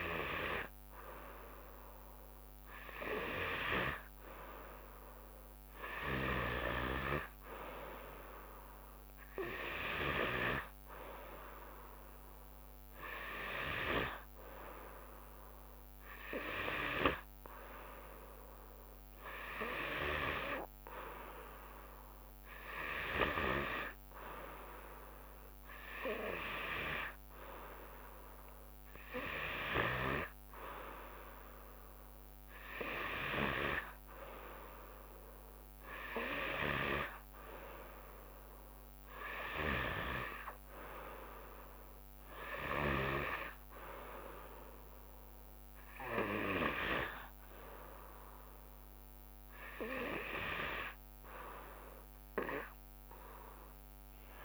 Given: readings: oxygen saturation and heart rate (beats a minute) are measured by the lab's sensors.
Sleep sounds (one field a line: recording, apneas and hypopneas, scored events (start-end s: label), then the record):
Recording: breathing in sleep by a microphone on the trachea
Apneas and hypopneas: none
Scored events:
none scored
From the record:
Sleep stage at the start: N3 (deep sleep)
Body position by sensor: on the back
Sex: female